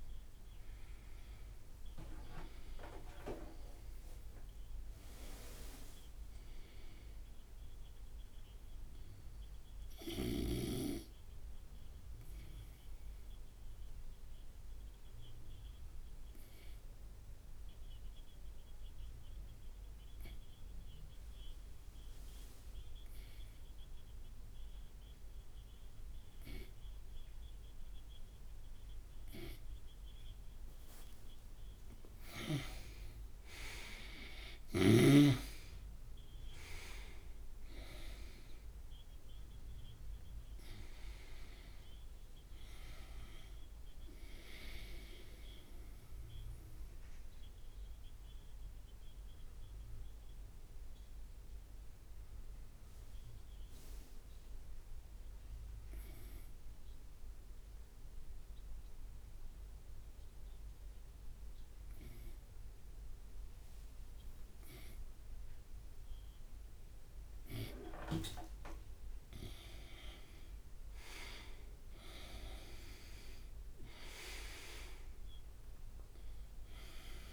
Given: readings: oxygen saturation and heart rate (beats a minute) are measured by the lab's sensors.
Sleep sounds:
breathing in sleep by a room microphone; 2
0.00-3.00 s: oxygen desaturation (device-marked, oxygen 93% lowest)
12.50-32.00 s: obstructive apnea (oxygen 98% before, 87% lowest)
13.00-22.00 s: oxygen desaturation (device-marked, oxygen 94% before, 87% lowest)
33.50-38.50 s: arousal
39.00-60.00 s: oxygen desaturation (device-marked, oxygen 99% before, 88% lowest)
47.50-68.50 s: obstructive apnea (oxygen 99% before, 88% lowest)
72.00-77.33 s: arousal
73.00-77.33 s: oxygen desaturation (device-marked, oxygen 99% before, 89% lowest)
From the record:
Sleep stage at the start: N2 (light sleep); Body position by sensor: on the right side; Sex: male

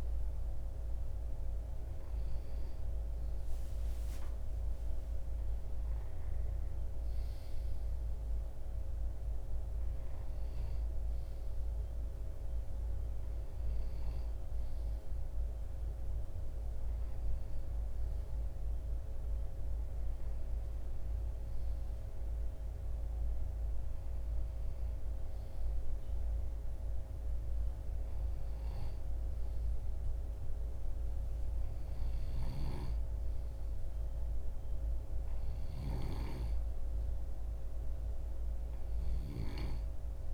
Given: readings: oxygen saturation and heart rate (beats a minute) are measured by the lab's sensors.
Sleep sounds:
breathing in sleep, hard to hear, by a room microphone; none
none scored
From the record:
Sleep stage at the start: N2 (light sleep); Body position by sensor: on the left side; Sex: male

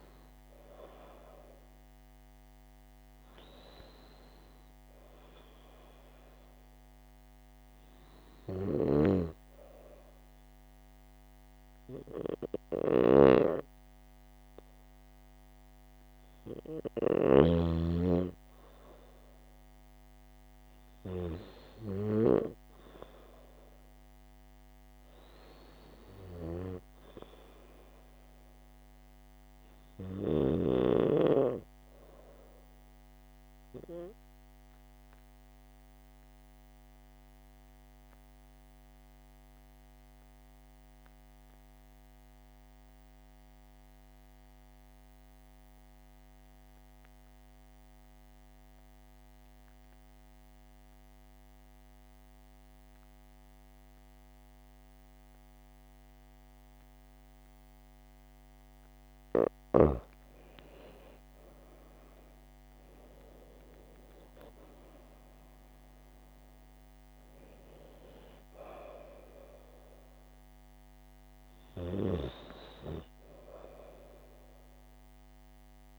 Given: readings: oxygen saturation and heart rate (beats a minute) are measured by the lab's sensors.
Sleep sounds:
breathing in sleep by a microphone on the trachea; 1
24.00-28.00 s: arousal
33.50-58.50 s: obstructive apnea (oxygen 98% before, 87% lowest, heart rate 79 before, 75 extreme, up 6 after)
57.00-75.99 s: oxygen desaturation (device-marked, oxygen 96% before, 87% lowest, heart rate 77 before, 76 extreme)
62.00-66.50 s: arousal
From the record:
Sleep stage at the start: N2 (light sleep); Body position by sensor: on the right side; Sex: female

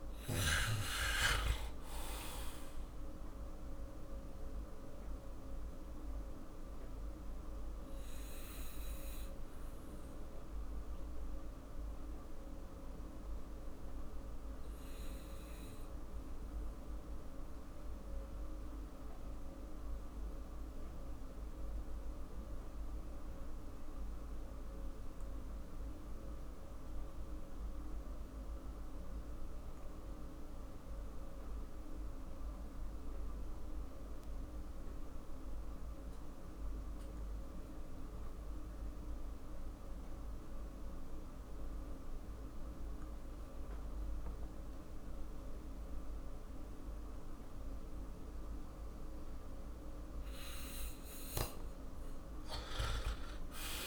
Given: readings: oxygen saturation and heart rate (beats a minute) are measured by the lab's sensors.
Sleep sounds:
breathing in sleep, hard to hear, by a room microphone; 1
0.00-5.00 s: oxygen desaturation (device-marked, oxygen 84% lowest, heart rate 46 extreme)
5.00-49.50 s: obstructive apnea (oxygen 95% before, 85% lowest, heart rate 53 before, 46 extreme, up 13 after)
5.00-53.86 s: new sleep stage, REM sleep
34.00-40.00 s: oxygen desaturation (device-marked, oxygen 97% before, 92% lowest, heart rate 47 before, 48 extreme)
52.50-53.86 s: arousal
From the record:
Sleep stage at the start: N2 (light sleep); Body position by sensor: on the back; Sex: male

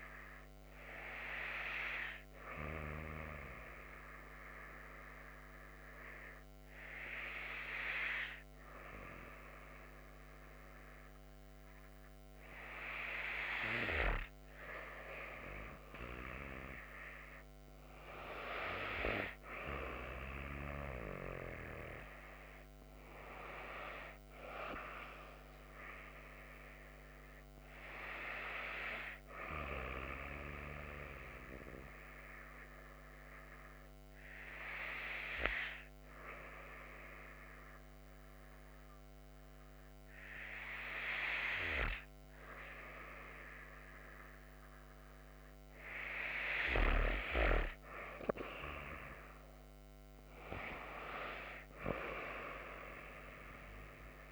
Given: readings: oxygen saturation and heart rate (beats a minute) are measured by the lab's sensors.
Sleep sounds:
breathing in sleep by a microphone on the trachea; 2
0.00-1.50 s: oxygen desaturation (device-marked, oxygen 92% lowest)
1.00-14.50 s: hypopnea (oxygen 95% before, 92% lowest)
16.50-20.00 s: arousal
31.00-46.00 s: hypopnea (oxygen 96% before, 94% lowest)
50.00-54.00 s: arousal
From the record:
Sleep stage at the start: N2 (light sleep); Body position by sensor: on the back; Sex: female

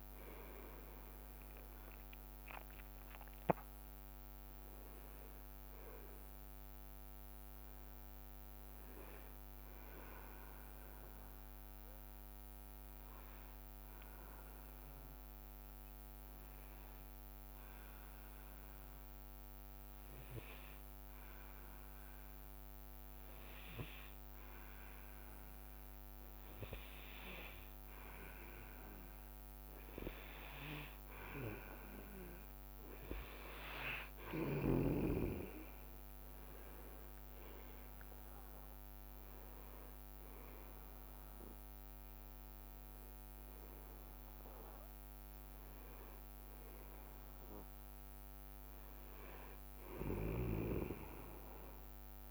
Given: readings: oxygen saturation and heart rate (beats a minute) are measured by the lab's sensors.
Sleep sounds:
breathing in sleep by a microphone on the trachea; 1
0.00-1.00 s: leg movement (device-marked)
0.00-2.00 s: arousal
1.00-5.50 s: leg movement (device-marked)
10.50-26.00 s: hypopnea (oxygen 97% before, 95% lowest, heart rate 70 before, 64 extreme, up 1 after)
15.00-23.00 s: leg movement (device-marked)
26.00-30.00 s: arousal
30.00-46.00 s: oxygen desaturation (device-marked, oxygen 99% before, 95% lowest, heart rate 65 before, 63 extreme)
31.00-36.50 s: leg movement (device-marked)
45.00-48.00 s: leg movement (device-marked)
From the record:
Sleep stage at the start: N2 (light sleep); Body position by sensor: on the back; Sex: male

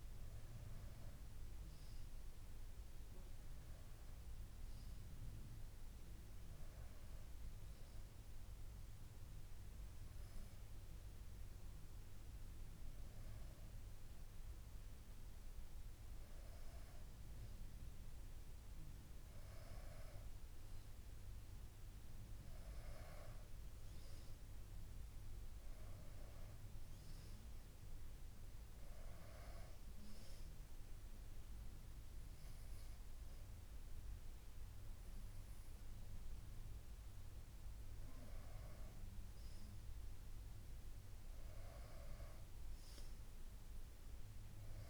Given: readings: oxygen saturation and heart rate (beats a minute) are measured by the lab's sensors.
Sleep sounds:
breathing in sleep, hard to hear, by a room microphone; none
none scored
From the record:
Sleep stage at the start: N2 (light sleep); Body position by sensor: on the back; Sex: female

